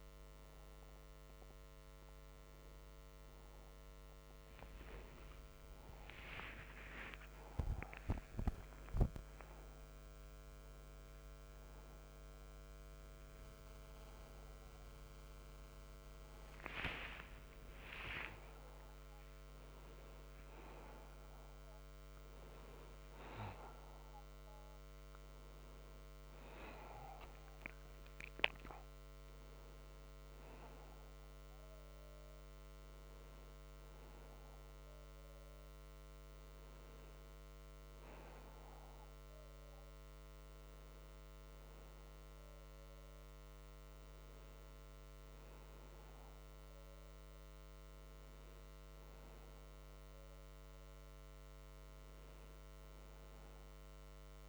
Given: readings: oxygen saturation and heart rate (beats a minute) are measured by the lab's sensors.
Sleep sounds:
a person awake in a sleep study, by a microphone on the trachea; none
37.00-54.49 s: new sleep stage, N1 (lightest sleep)
From the record:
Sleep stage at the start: awake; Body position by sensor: on the back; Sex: male

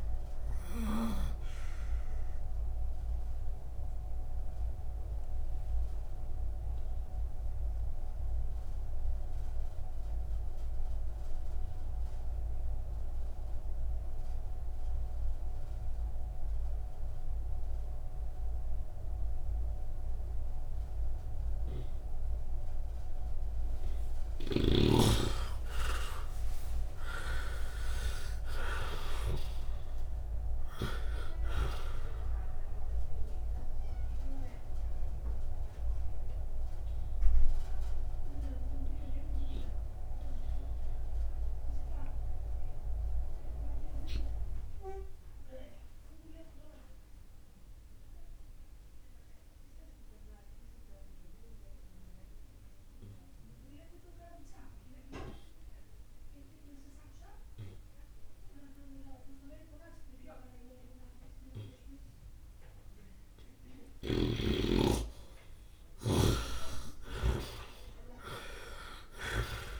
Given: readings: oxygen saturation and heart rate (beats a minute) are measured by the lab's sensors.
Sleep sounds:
breathing in sleep by a room microphone; 2
0.00-22.00 s: oxygen desaturation (device-marked, oxygen 74% lowest, heart rate 64 extreme)
0.50-23.00 s: obstructive apnea (oxygen 99% before, 74% lowest, heart rate 61 before, 64 extreme, up 2 after)
25.00-29.00 s: arousal
34.50-64.00 s: obstructive apnea (oxygen 99% before, 71% lowest, heart rate 68 before, 55 extreme, up 4 after)
35.00-58.00 s: oxygen desaturation (device-marked, oxygen 99% before, 82% lowest, heart rate 68 before, 55 extreme)
65.50-69.50 s: arousal
From the record:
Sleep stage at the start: N2 (light sleep); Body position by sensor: on the right side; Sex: male

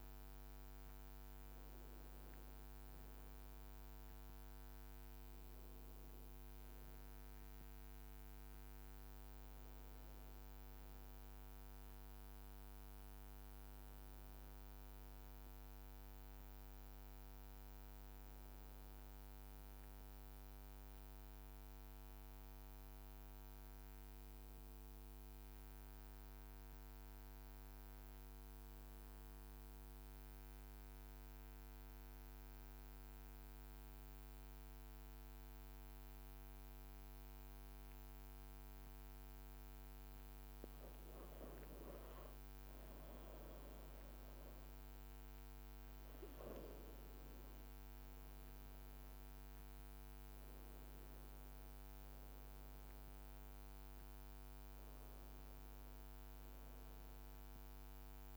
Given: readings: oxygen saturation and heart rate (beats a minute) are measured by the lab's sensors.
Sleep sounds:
breathing in sleep, hard to hear, by a microphone on the trachea; 1
15.50-58.37 s: new sleep stage, N2 (light sleep)
24.00-40.50 s: mixed apnea (oxygen 95% before, 93% lowest, heart rate 54 before, 51 extreme, up 3 after)
43.50-48.00 s: arousal
From the record:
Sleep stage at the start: N1 (lightest sleep); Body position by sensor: on the back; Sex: male

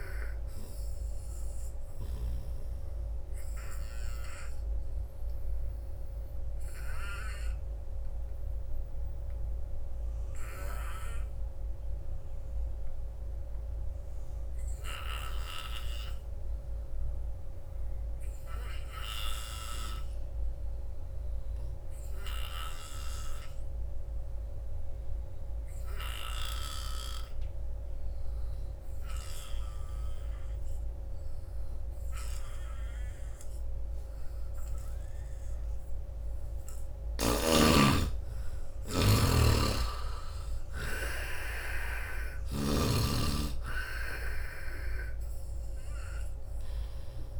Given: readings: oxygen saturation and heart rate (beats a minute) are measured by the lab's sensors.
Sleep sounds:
breathing in sleep by a room microphone; 1
0.00-2.00 s: snoring (device-marked)
0.00-13.00 s: oxygen desaturation (device-marked, oxygen 76% lowest, heart rate 74 extreme)
2.50-35.50 s: obstructive apnea (oxygen 98% before, 74% lowest, heart rate 82 before, 74 extreme, up 9 after)
25.00-47.40 s: oxygen desaturation (device-marked, oxygen 98% before, 75% lowest, heart rate 84 before, 74 extreme)
36.50-39.50 s: arousal
From the record:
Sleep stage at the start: N2 (light sleep); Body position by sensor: on the front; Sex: male

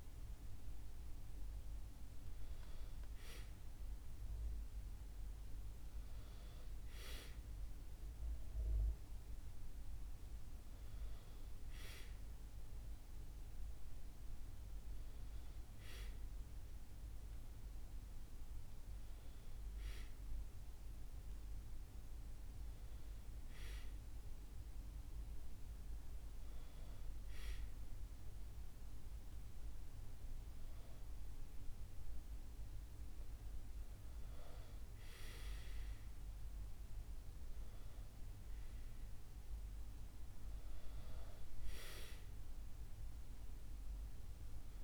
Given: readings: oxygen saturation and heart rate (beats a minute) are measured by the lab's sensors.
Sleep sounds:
breathing in sleep by a room microphone; none
none scored
From the record:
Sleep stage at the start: N1 (lightest sleep); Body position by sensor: on the back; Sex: male

